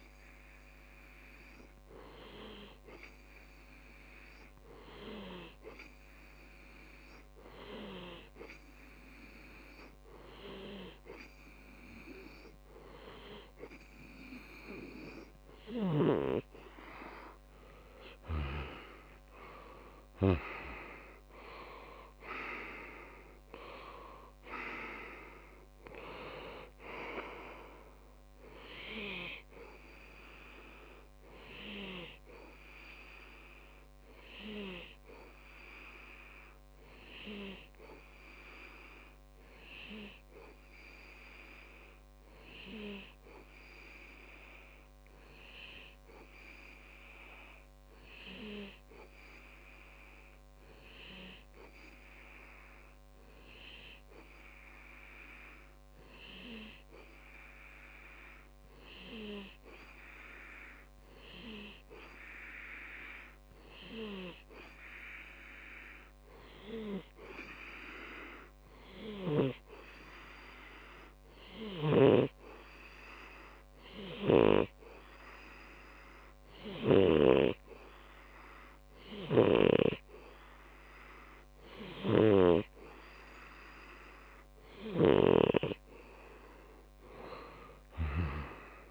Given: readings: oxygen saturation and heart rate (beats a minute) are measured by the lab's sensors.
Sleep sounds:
breathing in sleep by a microphone on the trachea; 1
18.50-22.00 s: arousal
34.00-84.50 s: hypopnea (oxygen 95% before, 95% lowest)
From the record:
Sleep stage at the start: N2 (light sleep); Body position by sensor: on the back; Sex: male

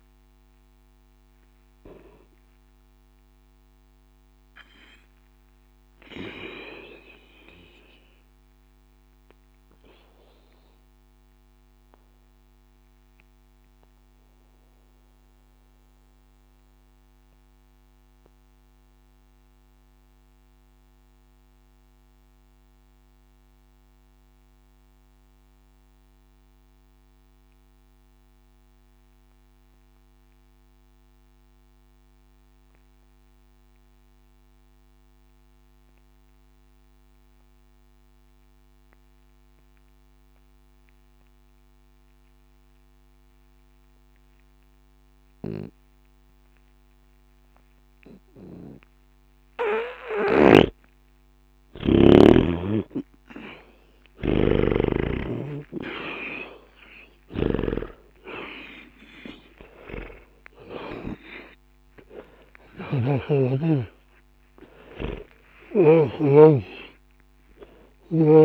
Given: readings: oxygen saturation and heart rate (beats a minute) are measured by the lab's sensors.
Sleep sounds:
breathing in sleep by a microphone on the trachea; 1
0.00-27.50 s: oxygen desaturation (device-marked, oxygen 76% lowest, heart rate 59 extreme)
4.00-51.50 s: obstructive apnea (oxygen 98% before, 76% lowest, heart rate 121 before, 59 extreme, up 0 after)
45.50-64.50 s: oxygen desaturation (device-marked, oxygen 99% before, 89% lowest, heart rate 60 before, 60 extreme)
50.50-54.50 s: snoring (device-marked)
55.00-59.00 s: arousal
62.50-66.00 s: snoring (device-marked)
From the record:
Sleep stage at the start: N2 (light sleep); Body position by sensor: on the back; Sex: male

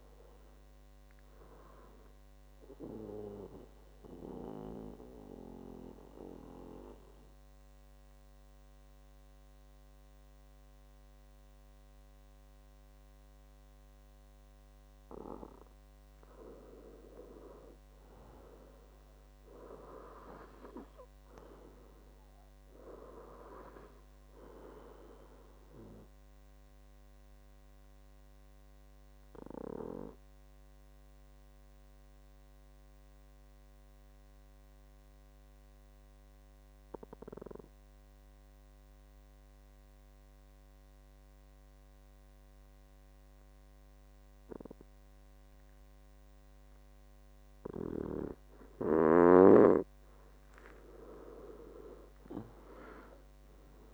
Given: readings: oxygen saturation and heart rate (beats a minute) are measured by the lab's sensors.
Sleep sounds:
breathing in sleep by a microphone on the trachea; 2
0.00-10.00 s: oxygen desaturation (device-marked, oxygen 92% lowest, heart rate 62 extreme)
2.00-14.50 s: mixed apnea (oxygen 97% before, 91% lowest, heart rate 73 before, 62 extreme, up 5 after)
18.00-22.50 s: arousal
26.50-49.00 s: mixed apnea (oxygen 98% before, 91% lowest, heart rate 64 before, 62 extreme, up 14 after)
50.50-53.94 s: arousal
From the record:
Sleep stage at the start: N2 (light sleep); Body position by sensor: on the back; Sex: male

